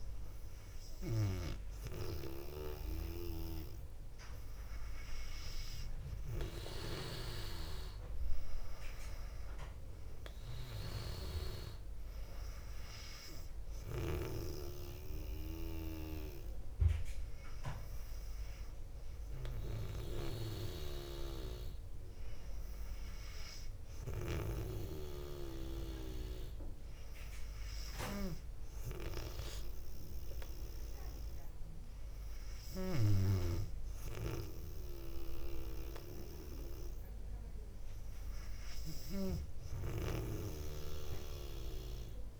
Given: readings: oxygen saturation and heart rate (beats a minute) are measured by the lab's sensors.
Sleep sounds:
breathing in sleep by a room microphone; none
none scored
From the record:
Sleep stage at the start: N2 (light sleep); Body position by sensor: on the back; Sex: female

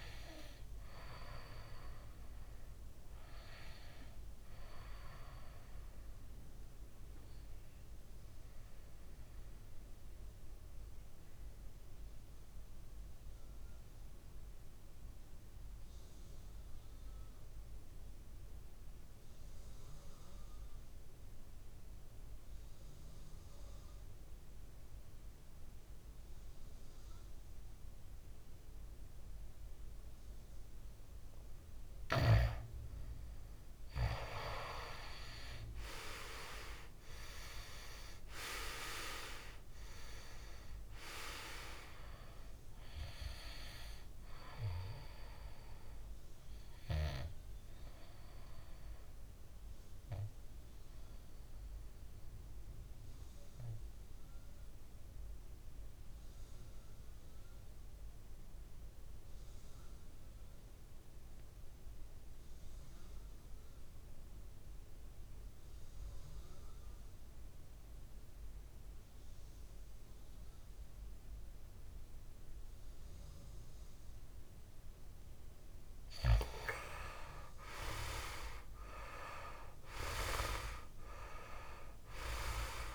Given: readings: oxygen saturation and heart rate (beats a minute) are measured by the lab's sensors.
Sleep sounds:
breathing in sleep by a room microphone; 2
0.00-17.50 s: oxygen desaturation (device-marked, oxygen 90% lowest, heart rate 54 extreme)
8.00-32.00 s: obstructive apnea (oxygen 100% before, 89% lowest, heart rate 60 before, 55 extreme, up 9 after)
30.50-58.50 s: oxygen desaturation (device-marked, oxygen 99% before, 89% lowest, heart rate 58 before, 55 extreme)
34.00-38.00 s: arousal
48.00-75.50 s: obstructive apnea (oxygen 99% before, 88% lowest, heart rate 62 before, 56 extreme, up 8 after)
69.50-82.94 s: oxygen desaturation (device-marked, oxygen 99% before, 88% lowest, heart rate 59 before, 56 extreme)
77.50-82.00 s: arousal
From the record:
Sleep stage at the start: N2 (light sleep); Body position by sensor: on the back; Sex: male

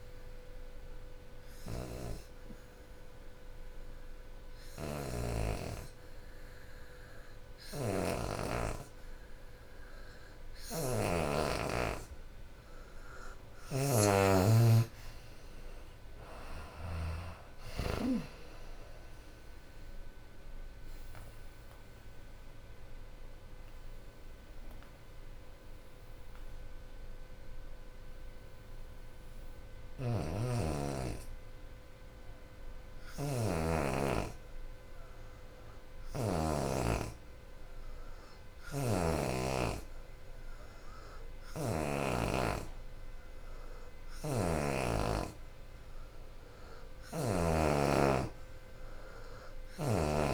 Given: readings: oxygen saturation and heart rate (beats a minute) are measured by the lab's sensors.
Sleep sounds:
breathing in sleep by a room microphone; 2
0.00-9.50 s: oxygen desaturation (device-marked, oxygen 86% lowest, heart rate 61 extreme)
2.00-12.00 s: obstructive apnea (oxygen 94% before, 83% lowest, heart rate 82 before, 61 extreme, up 23 after)
13.50-17.00 s: arousal
14.50-25.50 s: drop in pulse transit time (device-marked, heart rate 76 before, 76 extreme)
14.50-28.50 s: oxygen desaturation (device-marked, oxygen 93% before, 84% lowest, heart rate 76 before, 61 extreme)
19.00-29.50 s: obstructive apnea (oxygen 93% before, 82% lowest, heart rate 75 before, 61 extreme, up 14 after)
31.50-35.50 s: arousal
46.50-50.34 s: oxygen desaturation (device-marked, oxygen 94% before, 82% lowest, heart rate 71 before, 69 extreme)
From the record:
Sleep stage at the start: N2 (light sleep); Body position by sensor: on the back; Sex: female

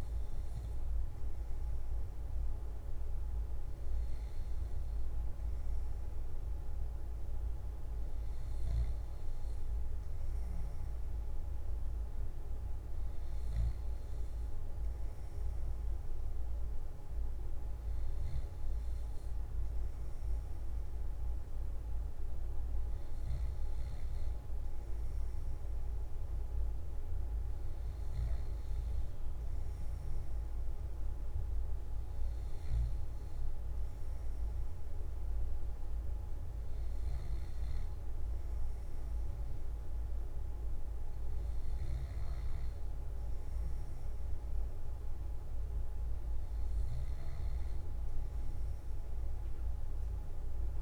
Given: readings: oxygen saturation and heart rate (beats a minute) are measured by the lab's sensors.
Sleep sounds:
breathing in sleep, hard to hear, by a room microphone; none
none scored
From the record:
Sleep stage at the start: N2 (light sleep); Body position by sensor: on the left side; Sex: male

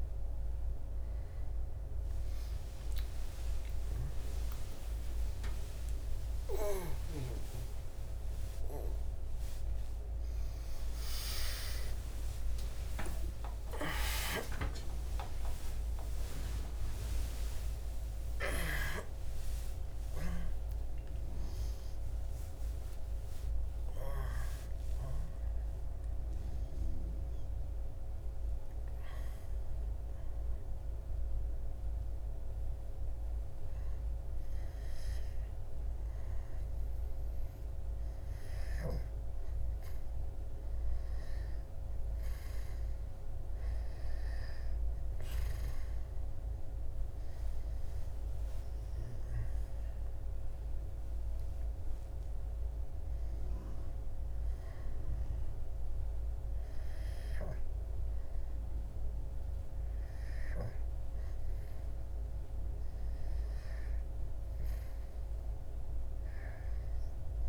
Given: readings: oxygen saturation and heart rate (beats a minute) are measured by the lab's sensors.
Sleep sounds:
a person partly awake in a sleep study, by a room microphone; 1
23.50-67.49 s: new sleep stage, N2 (light sleep)
26.50-32.50 s: oxygen desaturation (device-marked, oxygen 96% before, 93% lowest, heart rate 100 before, 69 extreme)
28.50-39.50 s: hypopnea (oxygen 96% before, 92% lowest, heart rate 102 before, 68 extreme, up 12 after)
46.50-60.50 s: oxygen desaturation (device-marked, oxygen 98% before, 92% lowest, heart rate 86 before, 68 extreme)
47.50-51.00 s: arousal
From the record:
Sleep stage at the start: awake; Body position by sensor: on the back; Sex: male

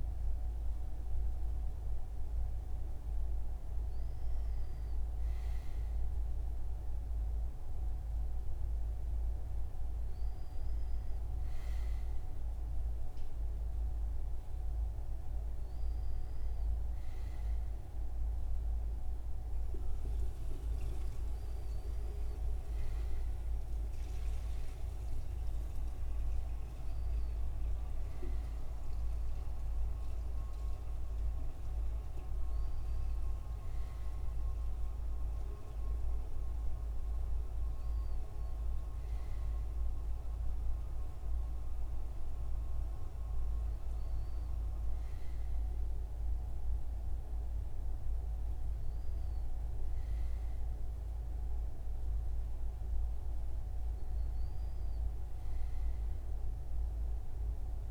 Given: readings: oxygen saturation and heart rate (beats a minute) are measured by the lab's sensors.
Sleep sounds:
breathing in sleep, hard to hear, by a room microphone; none
none scored
From the record:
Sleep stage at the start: N2 (light sleep); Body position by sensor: on the front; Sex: male

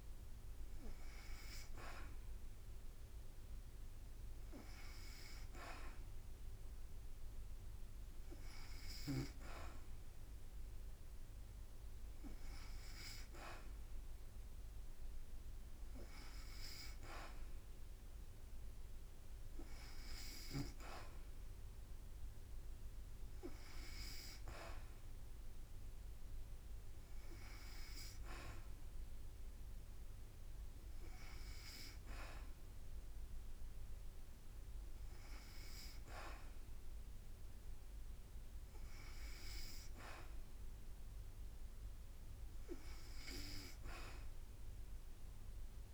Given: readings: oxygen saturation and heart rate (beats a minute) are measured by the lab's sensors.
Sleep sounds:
breathing in sleep by a room microphone; none
0.00-3.50 s: drop in pulse transit time (device-marked, heart rate 57 extreme)
From the record:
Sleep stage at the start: N2 (light sleep); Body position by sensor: on the back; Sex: female

